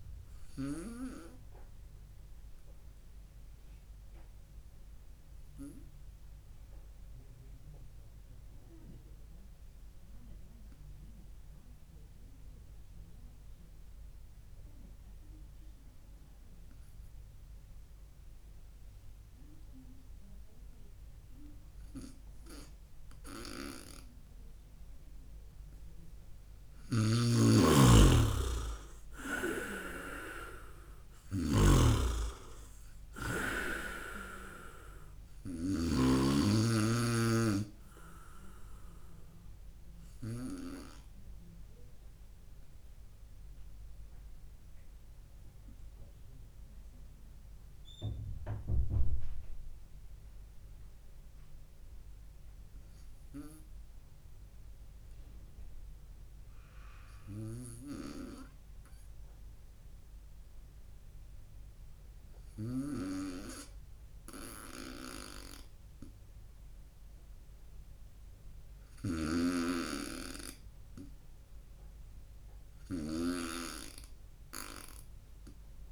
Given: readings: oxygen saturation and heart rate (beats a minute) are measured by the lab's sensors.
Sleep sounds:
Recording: breathing in sleep by a room microphone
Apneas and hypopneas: 2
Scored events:
0.00-1.00 s: snoring (device-marked)
4.00-24.00 s: obstructive apnea (oxygen 98% before, 95% lowest, heart rate 68 before, 57 extreme, up 5 after)
26.50-30.00 s: snoring (device-marked)
27.00-33.00 s: oxygen desaturation (device-marked, oxygen 99% before, 96% lowest, heart rate 67 before, 57 extreme)
28.00-31.50 s: arousal
32.00-40.50 s: snoring (device-marked)
41.50-66.00 s: obstructive apnea (oxygen 99% before, 94% lowest, heart rate 66 before, 57 extreme, up 2 after)
69.00-75.92 s: snoring (device-marked)
From the record:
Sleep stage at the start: N2 (light sleep)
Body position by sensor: on the right side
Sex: male

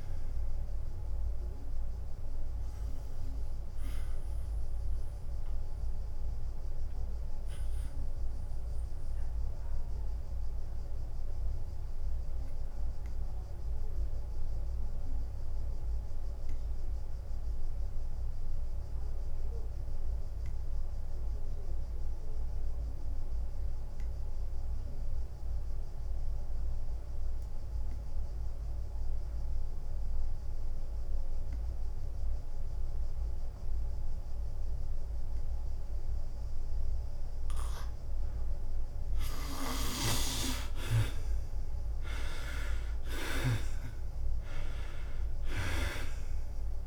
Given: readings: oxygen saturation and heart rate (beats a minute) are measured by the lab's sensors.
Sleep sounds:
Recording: breathing in sleep by a room microphone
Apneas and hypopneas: 1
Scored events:
0.00-4.50 s: drop in pulse transit time (device-marked, heart rate 89 extreme)
2.50-39.50 s: obstructive apnea (oxygen 97% before, 74% lowest, heart rate 88 before, 82 extreme, up 8 after)
14.50-27.50 s: oxygen desaturation (device-marked, oxygen 97% before, 74% lowest, heart rate 90 before, 82 extreme)
37.50-46.86 s: drop in pulse transit time (device-marked, heart rate 86 before, 85 extreme)
43.50-46.86 s: arousal
From the record:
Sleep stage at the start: N2 (light sleep)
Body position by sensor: on the back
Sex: male

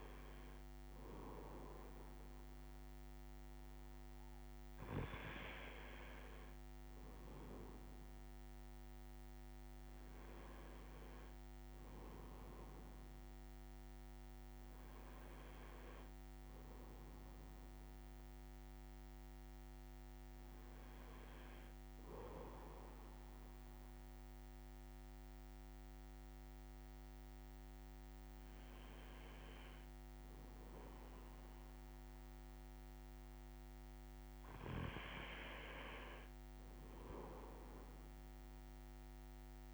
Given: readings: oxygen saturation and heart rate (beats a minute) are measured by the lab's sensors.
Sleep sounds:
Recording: breathing in sleep by a microphone on the trachea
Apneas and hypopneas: none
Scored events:
none scored
From the record:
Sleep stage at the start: N2 (light sleep)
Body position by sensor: on the right side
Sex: male

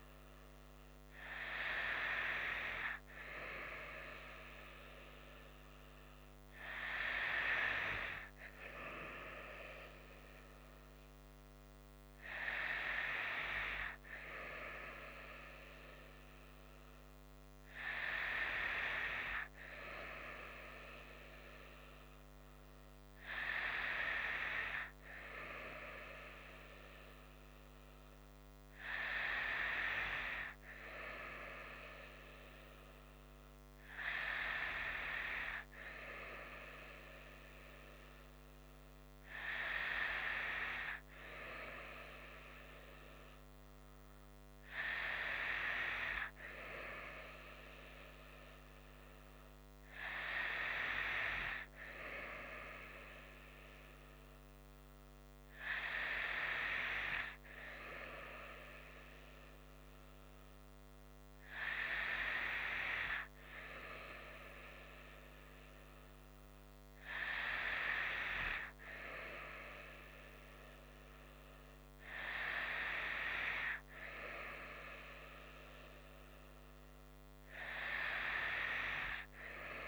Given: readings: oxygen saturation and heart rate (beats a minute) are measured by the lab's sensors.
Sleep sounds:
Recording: breathing in sleep by a microphone on the trachea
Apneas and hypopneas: none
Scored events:
none scored
From the record:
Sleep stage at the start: N2 (light sleep)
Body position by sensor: on the right side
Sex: female

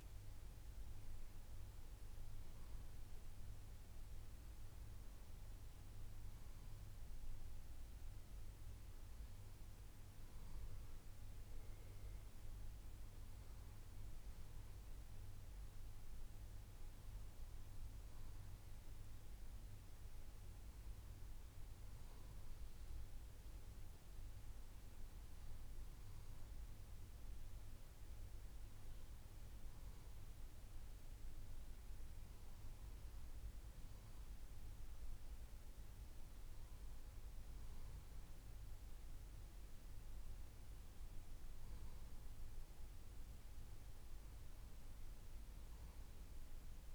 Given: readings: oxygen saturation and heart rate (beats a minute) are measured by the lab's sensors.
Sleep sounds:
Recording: a person awake in a sleep study, hard to hear, by a room microphone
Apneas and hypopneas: none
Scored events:
42.00-46.95 s: new sleep stage, N1 (lightest sleep)
From the record:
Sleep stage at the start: awake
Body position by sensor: on the left side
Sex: male

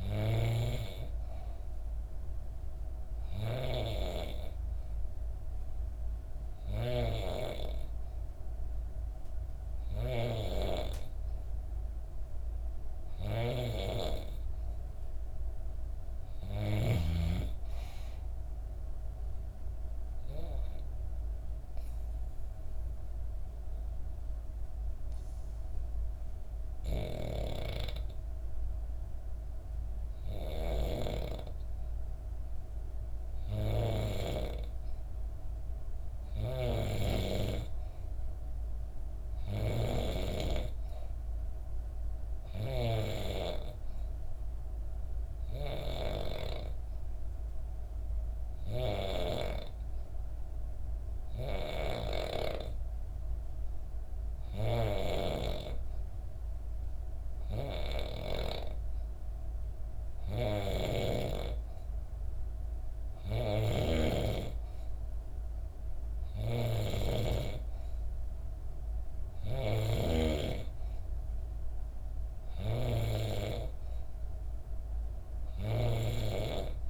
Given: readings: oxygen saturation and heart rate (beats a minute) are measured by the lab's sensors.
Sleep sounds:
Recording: breathing in sleep by a room microphone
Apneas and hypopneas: 2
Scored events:
19.00-31.50 s: obstructive apnea (oxygen 94% before, 91% lowest, heart rate 66 before, 64 extreme)
34.00-37.50 s: arousal
36.00-39.50 s: snoring (device-marked)
45.50-59.00 s: hypopnea (oxygen 94% before, 91% lowest, heart rate 65 before, 66 extreme, up 0 after)
48.50-52.00 s: snoring (device-marked)
60.00-70.00 s: snoring (device-marked)
64.00-67.50 s: arousal
From the record:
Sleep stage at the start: N3 (deep sleep)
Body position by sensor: on the back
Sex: female

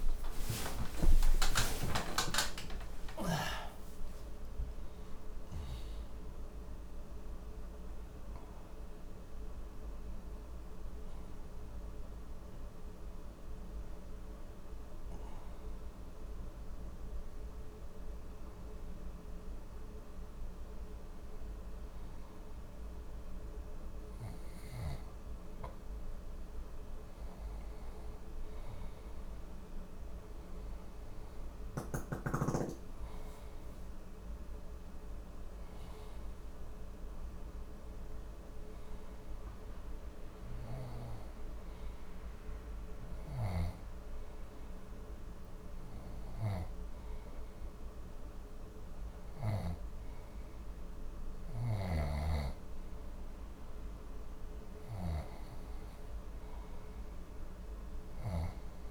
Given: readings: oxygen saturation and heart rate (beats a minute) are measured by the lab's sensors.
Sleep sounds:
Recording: breathing in sleep by a room microphone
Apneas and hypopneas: none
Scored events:
1.00-24.00 s: oxygen desaturation (device-marked, oxygen 96% before, 89% lowest)
6.00-58.91 s: new sleep stage, N1 (lightest sleep)
36.00-57.00 s: oxygen desaturation (device-marked, oxygen 97% before, 91% lowest, heart rate 59 before, 59 extreme)
51.50-55.00 s: snoring (device-marked)
From the record:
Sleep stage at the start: N2 (light sleep)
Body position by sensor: on the left side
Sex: male

